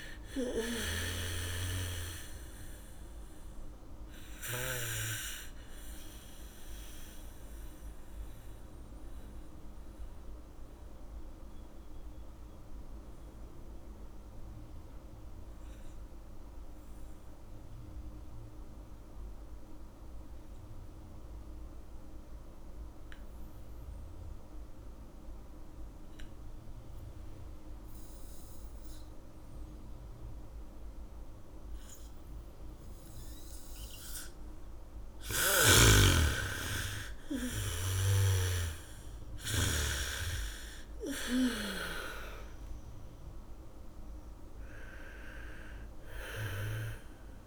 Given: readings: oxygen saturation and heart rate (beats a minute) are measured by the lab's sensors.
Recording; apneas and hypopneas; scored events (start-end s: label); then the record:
breathing in sleep by a room microphone; 1
0.00-19.00 s: oxygen desaturation (device-marked, oxygen 81% lowest, heart rate 40 extreme)
8.00-34.00 s: mixed apnea (oxygen 96% before, 80% lowest, heart rate 67 before, 40 extreme)
30.00-41.00 s: bradycardia (device-marked, heart rate 73 before, 40 extreme)
32.00-47.47 s: oxygen desaturation (device-marked, oxygen 99% before, 80% lowest, heart rate 78 before, 36 extreme)
36.50-42.00 s: arousal
From the record:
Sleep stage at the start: N2 (light sleep); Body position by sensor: on the back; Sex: female